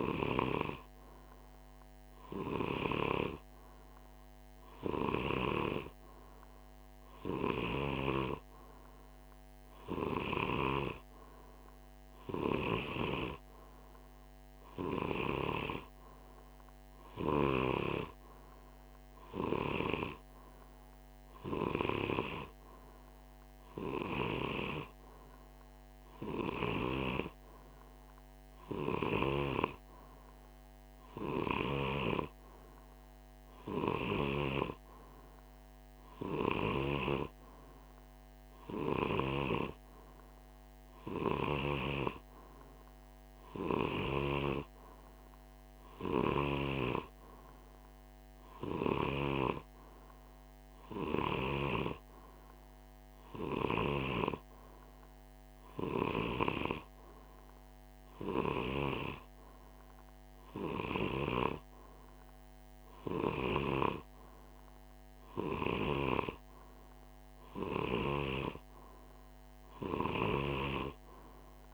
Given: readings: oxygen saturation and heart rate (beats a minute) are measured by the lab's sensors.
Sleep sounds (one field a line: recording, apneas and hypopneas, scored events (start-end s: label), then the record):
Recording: breathing in sleep by a microphone on the trachea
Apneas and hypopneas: none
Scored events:
none scored
From the record:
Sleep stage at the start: N2 (light sleep)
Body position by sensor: on the right side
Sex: male